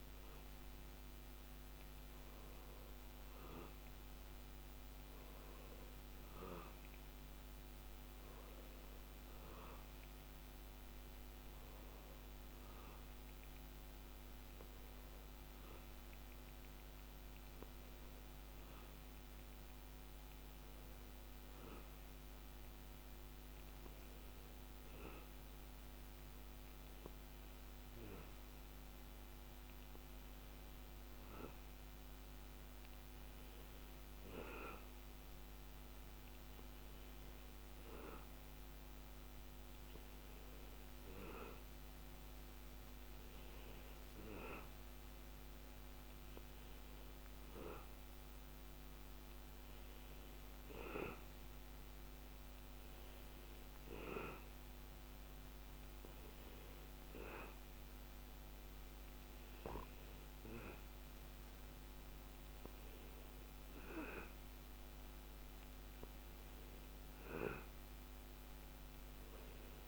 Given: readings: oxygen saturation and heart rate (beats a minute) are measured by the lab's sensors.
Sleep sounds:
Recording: breathing in sleep by a microphone on the trachea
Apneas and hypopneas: none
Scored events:
none scored
From the record:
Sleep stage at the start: N2 (light sleep)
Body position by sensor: on the back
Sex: male

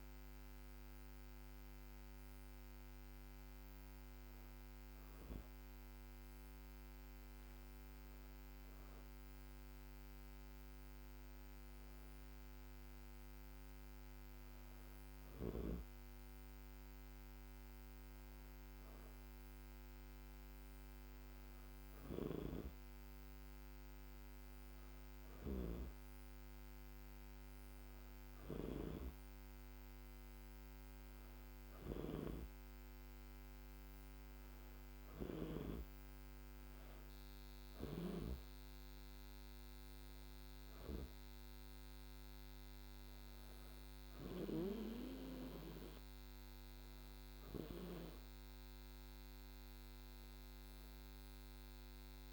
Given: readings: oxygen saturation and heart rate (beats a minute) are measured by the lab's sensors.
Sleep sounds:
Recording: breathing in sleep by a microphone on the trachea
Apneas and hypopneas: none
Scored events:
none scored
From the record:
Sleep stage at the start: N2 (light sleep)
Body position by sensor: on the back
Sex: female

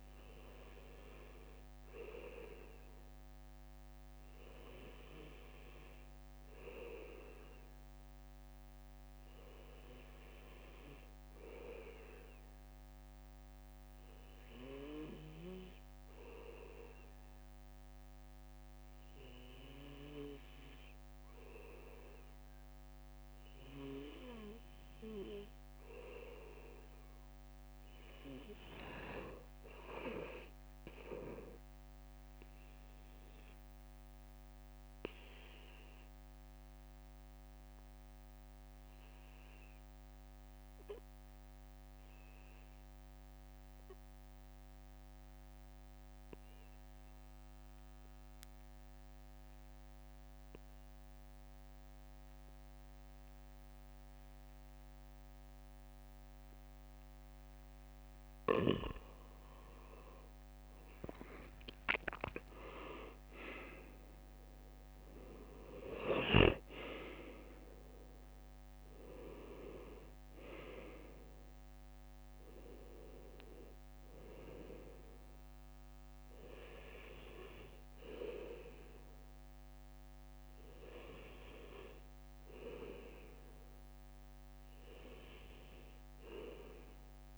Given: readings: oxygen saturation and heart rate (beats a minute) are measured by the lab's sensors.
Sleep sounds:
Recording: breathing in sleep by a microphone on the trachea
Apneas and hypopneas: 2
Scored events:
0.00-41.00 s: bradycardia (device-marked, heart rate 57 extreme)
12.00-25.00 s: obstructive apnea (oxygen 98% before, 94% lowest, heart rate 58 before, 57 extreme, up 2 after)
27.00-30.50 s: arousal
34.50-58.50 s: obstructive apnea (oxygen 98% before, 93% lowest, heart rate 58 before, 58 extreme, up 6 after)
46.00-57.00 s: bradycardia (device-marked, heart rate 59 before, 58 extreme)
61.00-63.00 s: arousal
76.00-87.38 s: bradycardia (device-marked, heart rate 59 before, 56 extreme)
From the record:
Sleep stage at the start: N2 (light sleep)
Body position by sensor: on the back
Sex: male

